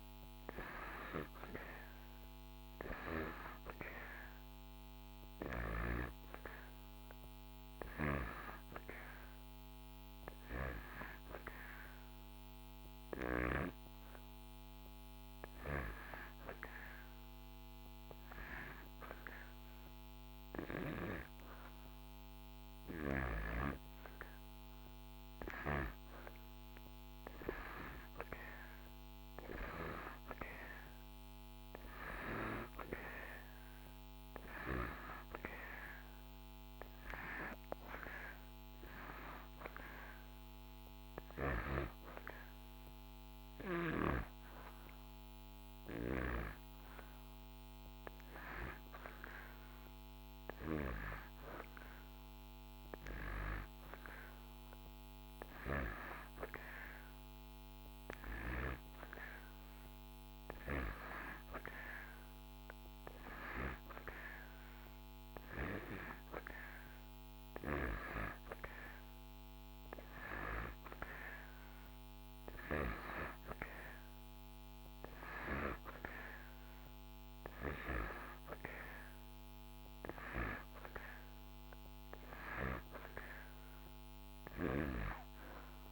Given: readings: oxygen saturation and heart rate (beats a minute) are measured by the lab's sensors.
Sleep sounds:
breathing in sleep by a microphone on the trachea; 2
5.00-24.00 s: oxygen desaturation (device-marked, oxygen 92% before, 86% lowest)
9.00-23.00 s: hypopnea (oxygen 92% before, 86% lowest)
23.00-85.92 s: new sleep stage, N1 (lightest sleep)
25.50-33.00 s: arousal
38.00-59.00 s: oxygen desaturation (device-marked, oxygen 92% before, 88% lowest)
40.00-51.00 s: hypopnea (oxygen 92% before, 88% lowest)
59.50-64.50 s: arousal
70.00-85.92 s: oxygen desaturation (device-marked, oxygen 92% before, 88% lowest)
From the record:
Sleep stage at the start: N2 (light sleep); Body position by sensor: on the back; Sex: male

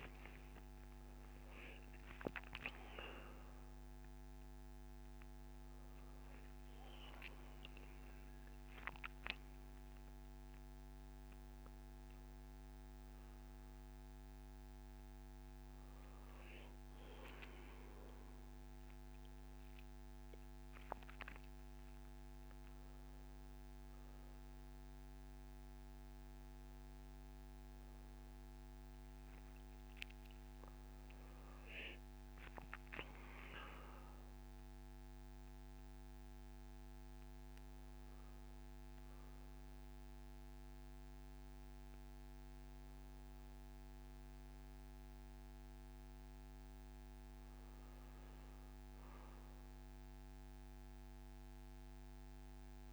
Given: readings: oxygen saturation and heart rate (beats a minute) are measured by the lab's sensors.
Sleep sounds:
a person awake in a sleep study, hard to hear, by a microphone on the trachea; none
none scored
From the record:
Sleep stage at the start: awake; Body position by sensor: on the back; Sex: male

